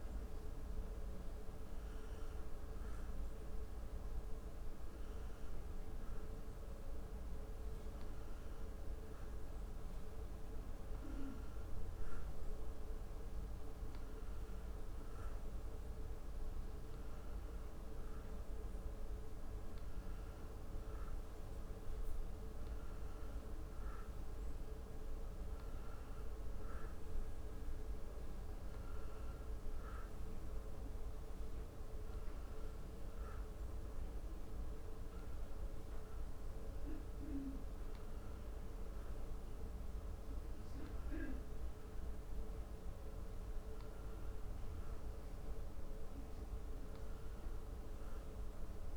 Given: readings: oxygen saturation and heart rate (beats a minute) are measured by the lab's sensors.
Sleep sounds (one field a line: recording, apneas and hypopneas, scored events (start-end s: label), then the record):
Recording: breathing in sleep, hard to hear, by a room microphone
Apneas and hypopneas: none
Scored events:
none scored
From the record:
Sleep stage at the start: N2 (light sleep)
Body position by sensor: on the back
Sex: male